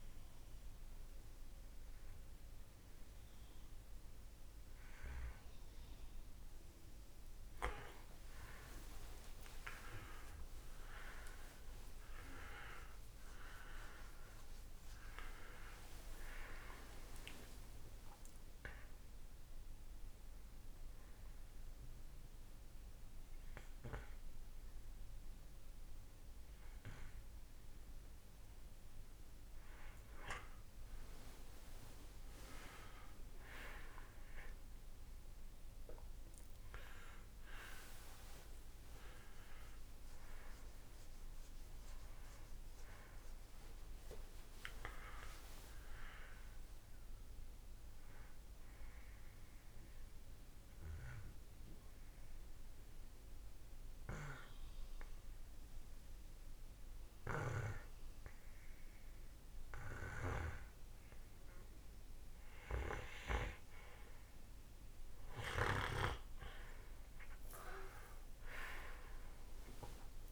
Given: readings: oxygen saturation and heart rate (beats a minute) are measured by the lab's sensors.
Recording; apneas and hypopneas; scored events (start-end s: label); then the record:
breathing in sleep by a room microphone; 2
11.50-17.00 s: arousal
13.50-21.50 s: oxygen desaturation (device-marked, oxygen 97% before, 93% lowest, heart rate 72 before, 54 extreme)
20.50-30.50 s: obstructive apnea (oxygen 97% before, 91% lowest, heart rate 70 before, 54 extreme, up 21 after)
33.50-38.50 s: arousal
49.00-60.00 s: obstructive apnea (oxygen 97% before, 91% lowest, heart rate 70 before, 53 extreme, up 8 after)
66.50-70.32 s: oxygen desaturation (device-marked, oxygen 96% before, 91% lowest, heart rate 63 before, 53 extreme)
67.00-70.32 s: arousal
From the record:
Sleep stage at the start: N2 (light sleep); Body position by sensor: on the right side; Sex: male